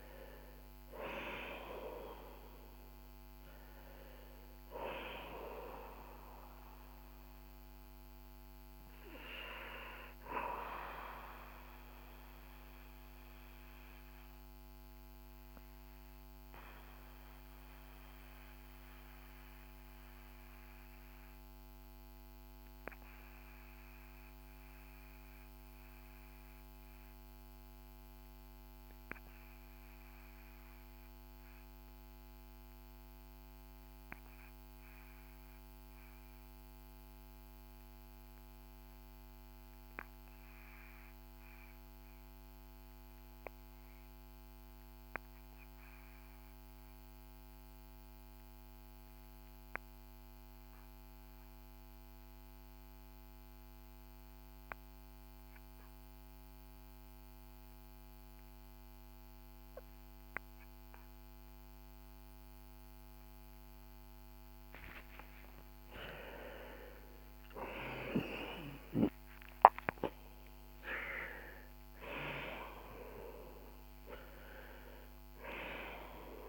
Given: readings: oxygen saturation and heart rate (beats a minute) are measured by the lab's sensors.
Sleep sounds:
breathing in sleep by a microphone on the trachea; 1
0.00-30.00 s: oxygen desaturation (device-marked, oxygen 79% lowest, heart rate 49 extreme)
10.50-63.50 s: obstructive apnea (oxygen 92% before, 79% lowest, heart rate 62 before, 49 extreme, up 16 after)
49.00-76.49 s: oxygen desaturation (device-marked, oxygen 97% before, 79% lowest, heart rate 54 before, 50 extreme)
64.50-70.00 s: arousal
From the record:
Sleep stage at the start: N2 (light sleep); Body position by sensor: on the back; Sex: male

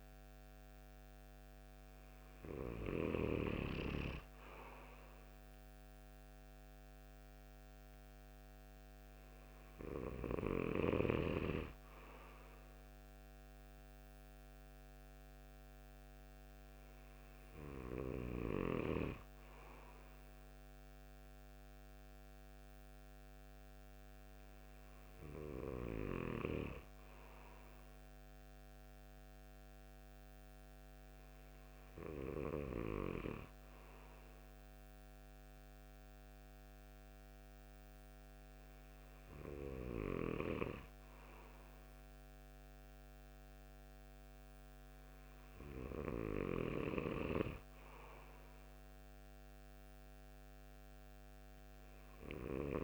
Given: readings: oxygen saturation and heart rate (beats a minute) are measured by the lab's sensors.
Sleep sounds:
breathing in sleep by a microphone on the trachea; none
none scored
From the record:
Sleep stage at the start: N2 (light sleep); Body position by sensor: on the right side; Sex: male

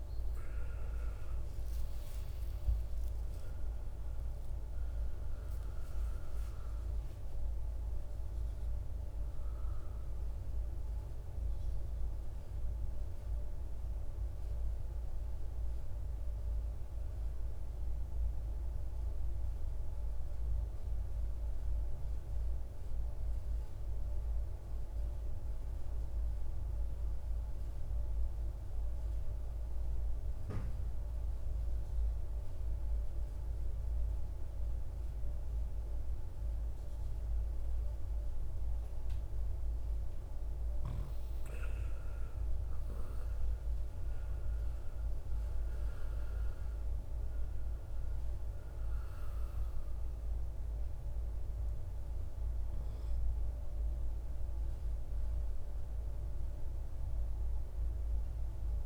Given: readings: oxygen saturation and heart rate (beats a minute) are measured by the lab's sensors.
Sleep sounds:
breathing in sleep, hard to hear, by a room microphone; 1
0.00-3.00 s: arousal
0.00-22.50 s: oxygen desaturation (device-marked, oxygen 91% lowest, heart rate 56 extreme)
17.50-39.50 s: mixed apnea (oxygen 99% before, 89% lowest, heart rate 67 before, 54 extreme, up 15 after)
38.50-58.86 s: oxygen desaturation (device-marked, oxygen 98% before, 89% lowest, heart rate 59 before, 54 extreme)
41.50-46.00 s: arousal
From the record:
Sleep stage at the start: N2 (light sleep); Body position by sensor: on the right side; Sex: male

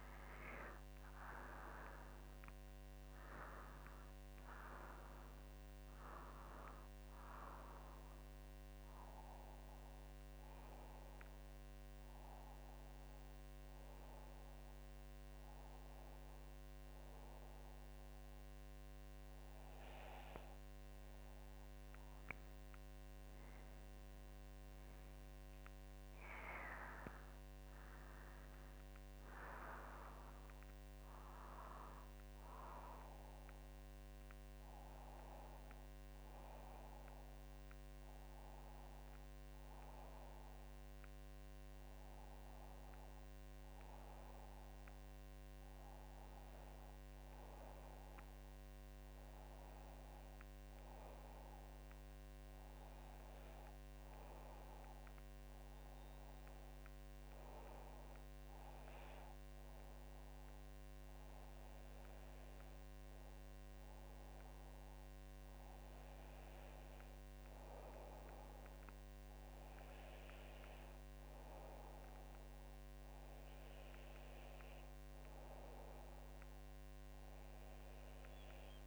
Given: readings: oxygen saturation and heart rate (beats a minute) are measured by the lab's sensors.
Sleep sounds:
breathing in sleep by a microphone on the trachea; none
none scored
From the record:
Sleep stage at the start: N2 (light sleep); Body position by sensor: on the back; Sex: female

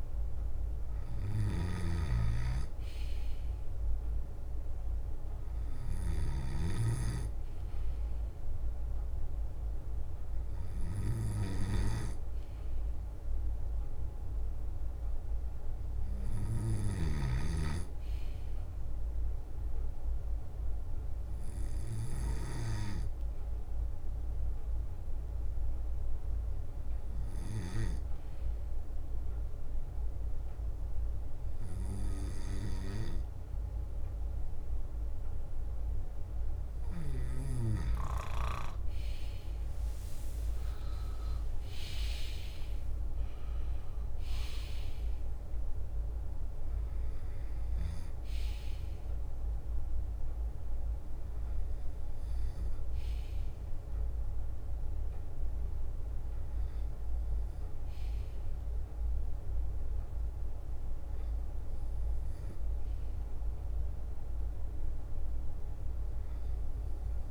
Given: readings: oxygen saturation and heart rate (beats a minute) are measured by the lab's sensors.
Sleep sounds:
breathing in sleep by a room microphone; 1
0.00-6.50 s: snoring (device-marked)
0.00-28.00 s: drop in pulse transit time (device-marked, heart rate 36 extreme)
0.00-39.00 s: bradycardia (device-marked, heart rate 36 extreme)
6.00-8.00 s: long interval between heartbeats (device-marked, heart rate 55 before, 56 extreme)
10.50-12.50 s: long interval between heartbeats (device-marked, heart rate 55 before, 46 extreme)
23.50-35.50 s: hypopnea (oxygen 98% before, 96% lowest, heart rate 49 before, 35 extreme, up 9 after)
25.00-35.00 s: leg movement (device-marked)
38.00-42.50 s: arousal
39.00-46.00 s: leg movement (device-marked)
41.00-51.00 s: drop in pulse transit time (device-marked, heart rate 55 before, 59 extreme)
46.50-48.50 s: leg movement (device-marked)
47.00-67.31 s: bradycardia (device-marked, heart rate 56 before, 27 extreme)
50.50-58.50 s: leg movement (device-marked)
54.50-56.50 s: long interval between heartbeats (device-marked, heart rate 59 before, 54 extreme)
60.00-66.00 s: leg movement (device-marked)
64.00-66.00 s: long interval between heartbeats (device-marked, heart rate 52 before, 40 extreme)
From the record:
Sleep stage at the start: N2 (light sleep); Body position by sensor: on the left side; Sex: male

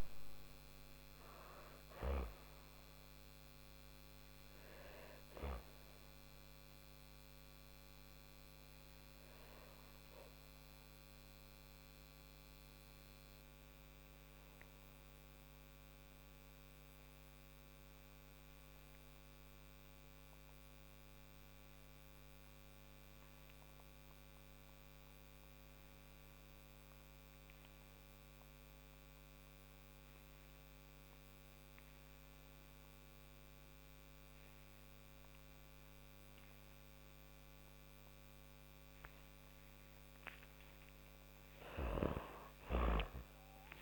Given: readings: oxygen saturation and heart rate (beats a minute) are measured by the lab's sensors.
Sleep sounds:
breathing in sleep by a microphone on the trachea; 1
0.00-14.00 s: oxygen desaturation (device-marked, oxygen 84% lowest, heart rate 39 extreme)
2.00-37.50 s: obstructive apnea (oxygen 98% before, 84% lowest, heart rate 94 before, 39 extreme, up 19 after)
34.00-43.82 s: oxygen desaturation (device-marked, oxygen 99% before, 86% lowest, heart rate 48 before, 31 extreme)
39.50-43.82 s: arousal
From the record:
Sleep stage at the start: N2 (light sleep); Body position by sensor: on the back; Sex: female

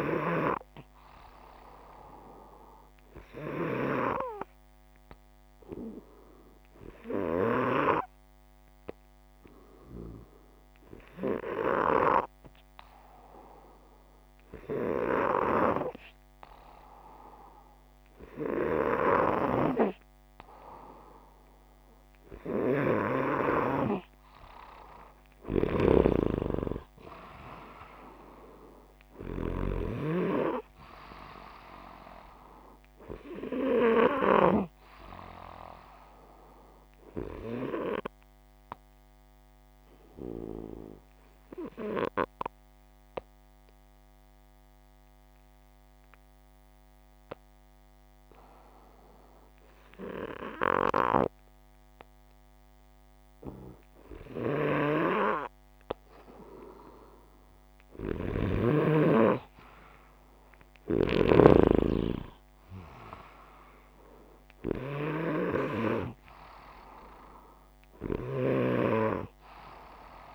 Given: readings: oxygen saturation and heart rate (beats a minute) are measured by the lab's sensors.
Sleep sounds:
breathing in sleep by a microphone on the trachea; 1
24.50-29.50 s: snoring (device-marked)
25.00-29.50 s: arousal
41.50-53.00 s: obstructive apnea (oxygen 95% before, 93% lowest, heart rate 62 before, 58 extreme, up 2 after)
58.50-63.00 s: arousal
From the record:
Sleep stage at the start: N2 (light sleep); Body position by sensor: upright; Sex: male

